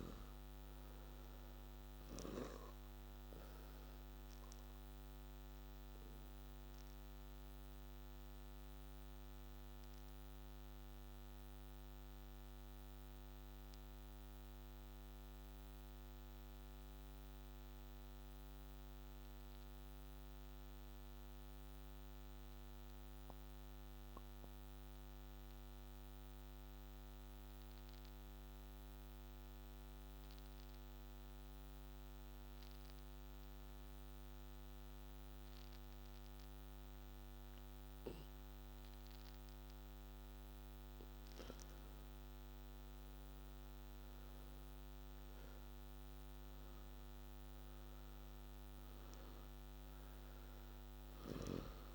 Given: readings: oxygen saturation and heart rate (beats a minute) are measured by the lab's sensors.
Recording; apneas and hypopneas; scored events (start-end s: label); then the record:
breathing in sleep, hard to hear, by a microphone on the trachea; 1
0.00-21.00 s: oxygen desaturation (device-marked, oxygen 86% lowest, heart rate 61 extreme)
3.50-39.00 s: obstructive apnea (oxygen 98% before, 85% lowest, heart rate 68 before, 61 extreme, up 8 after)
36.00-51.95 s: oxygen desaturation (device-marked, oxygen 98% before, 85% lowest, heart rate 63 before, 63 extreme)
40.50-45.00 s: arousal
From the record:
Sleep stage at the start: N2 (light sleep); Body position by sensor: on the back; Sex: male